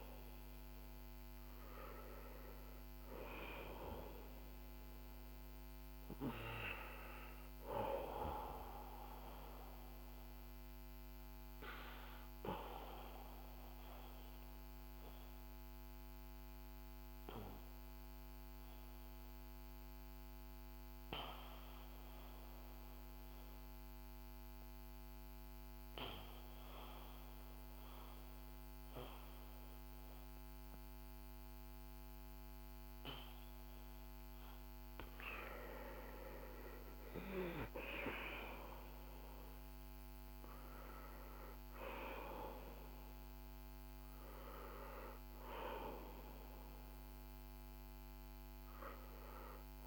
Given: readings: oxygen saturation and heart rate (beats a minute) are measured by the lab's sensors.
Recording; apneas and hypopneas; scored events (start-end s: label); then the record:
breathing in sleep by a microphone on the trachea; 1
12.00-34.00 s: obstructive apnea (oxygen 96% before, 92% lowest, heart rate 54 before, 49 extreme, up 7 after)
36.50-41.50 s: arousal
From the record:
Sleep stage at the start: N2 (light sleep); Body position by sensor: on the back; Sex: male